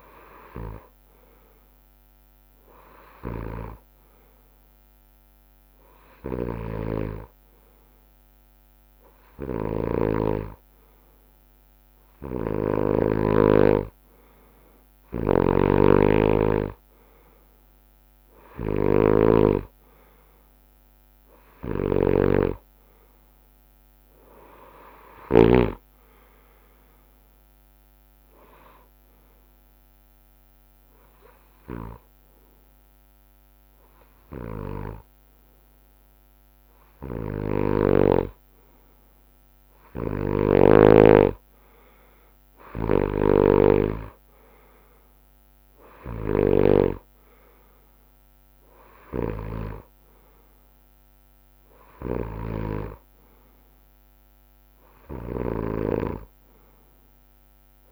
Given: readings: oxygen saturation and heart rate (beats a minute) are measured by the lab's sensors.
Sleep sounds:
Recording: breathing in sleep by a microphone on the trachea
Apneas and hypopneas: 1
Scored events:
9.50-13.00 s: snoring (device-marked)
15.00-25.50 s: snoring (device-marked)
21.00-25.00 s: arousal
24.50-37.50 s: drop in pulse transit time (device-marked, heart rate 72 before, 67 extreme)
28.50-39.50 s: hypopnea (oxygen 95% before, 93% lowest, heart rate 72 before, 63 extreme, up 9 after)
37.50-41.00 s: snoring (device-marked)
39.50-42.50 s: arousal
55.00-57.91 s: snoring (device-marked)
From the record:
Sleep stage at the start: N2 (light sleep)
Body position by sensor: on the right side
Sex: male

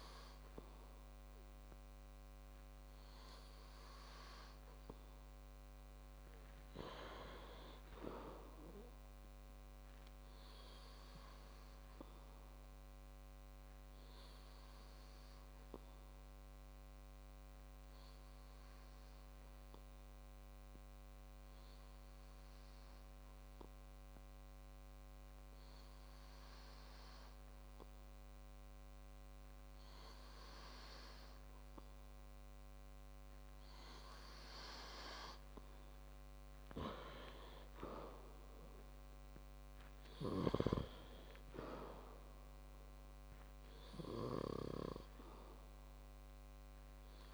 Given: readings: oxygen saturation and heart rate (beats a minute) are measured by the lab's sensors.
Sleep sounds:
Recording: breathing in sleep by a microphone on the trachea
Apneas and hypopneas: 1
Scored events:
9.00-12.50 s: arousal
18.50-33.50 s: hypopnea (oxygen 96% before, 93% lowest, heart rate 174 before, 78 extreme, up 10 after)
37.00-40.50 s: arousal
From the record:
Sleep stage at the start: N2 (light sleep)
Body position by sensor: on the back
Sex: male

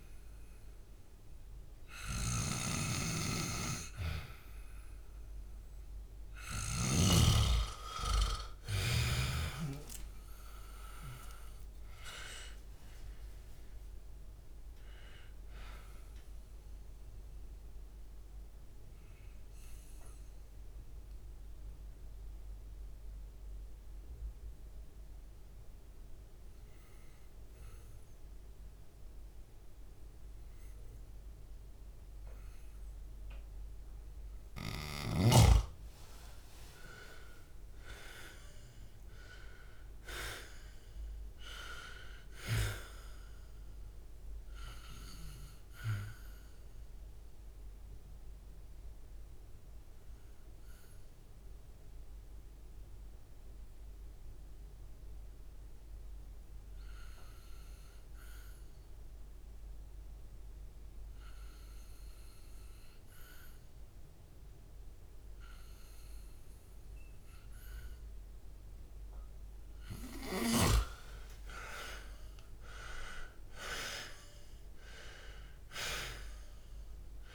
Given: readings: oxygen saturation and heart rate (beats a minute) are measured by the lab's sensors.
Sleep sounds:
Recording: breathing in sleep by a room microphone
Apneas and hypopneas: 2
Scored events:
2.00-7.00 s: snoring (device-marked)
8.50-12.50 s: arousal
17.50-34.50 s: mixed apnea (oxygen 96% before, 90% lowest, heart rate 73 before, 62 extreme, up 9 after)
36.00-40.50 s: arousal
44.50-68.00 s: obstructive apnea (oxygen 99% before, 89% lowest, heart rate 67 before, 60 extreme, up 19 after)
50.50-68.50 s: oxygen desaturation (device-marked, oxygen 99% before, 90% lowest, heart rate 69 before, 60 extreme)
70.50-75.00 s: arousal
74.50-77.35 s: oxygen desaturation (device-marked, oxygen 99% before, 89% lowest, heart rate 67 before, 60 extreme)
From the record:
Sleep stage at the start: N2 (light sleep)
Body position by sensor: on the back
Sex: male

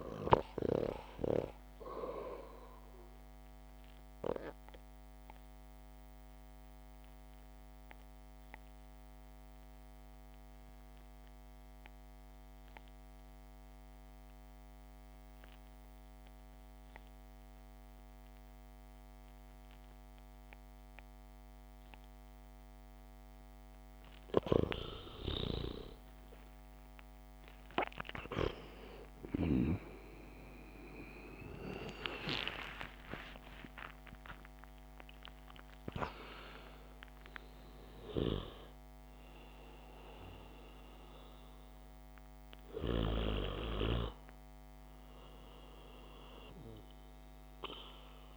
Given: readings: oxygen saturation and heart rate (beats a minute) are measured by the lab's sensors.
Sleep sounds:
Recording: breathing in sleep by a microphone on the trachea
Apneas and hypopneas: 1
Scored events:
0.00-12.50 s: oxygen desaturation (device-marked, oxygen 88% lowest, heart rate 50 extreme)
5.50-23.50 s: obstructive apnea (oxygen 94% before, 90% lowest, heart rate 67 before, 50 extreme, up 10 after)
28.50-33.00 s: arousal
45.50-48.37 s: oxygen desaturation (device-marked, oxygen 97% before, 94% lowest, heart rate 76 before, 50 extreme)
From the record:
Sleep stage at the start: REM sleep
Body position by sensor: on the back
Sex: male

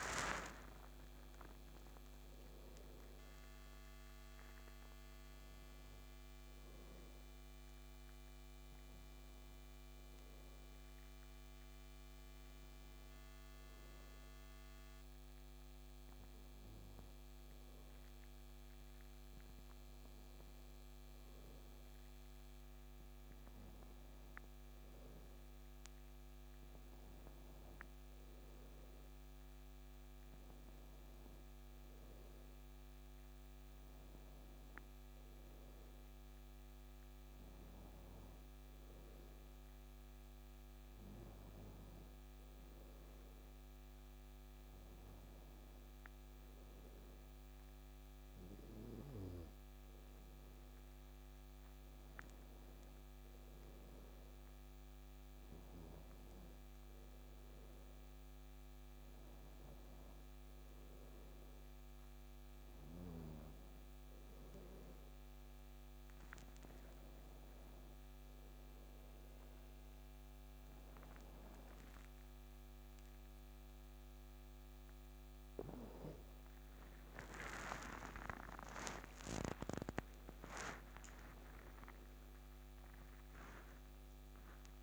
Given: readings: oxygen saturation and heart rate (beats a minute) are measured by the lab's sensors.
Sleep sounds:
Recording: a person partly awake in a sleep study, by a microphone on the trachea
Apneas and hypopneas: none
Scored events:
55.50-84.83 s: new sleep stage, awake
From the record:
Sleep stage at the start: N2 (light sleep)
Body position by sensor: on the back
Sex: male

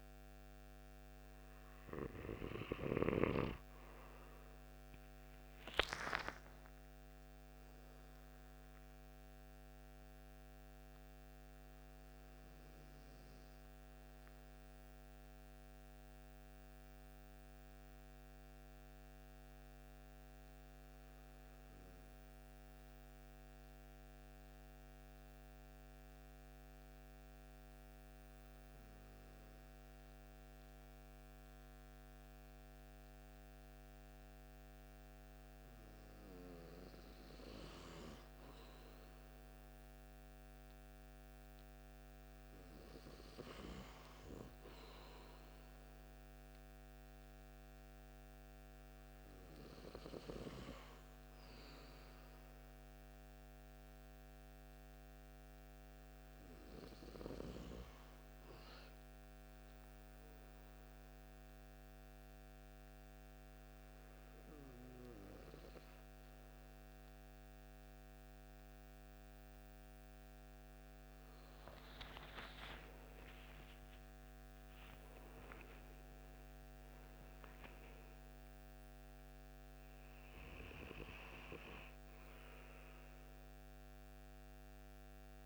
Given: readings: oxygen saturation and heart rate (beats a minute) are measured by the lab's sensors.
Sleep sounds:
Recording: breathing in sleep by a microphone on the trachea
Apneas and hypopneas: 2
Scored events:
4.50-9.50 s: arousal
14.00-35.50 s: obstructive apnea (oxygen 96% before, 93% lowest)
37.50-41.50 s: arousal
54.00-69.00 s: hypopnea (oxygen 96% before, 93% lowest)
72.00-77.00 s: arousal
From the record:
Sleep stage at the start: N2 (light sleep)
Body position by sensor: on the right side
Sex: male

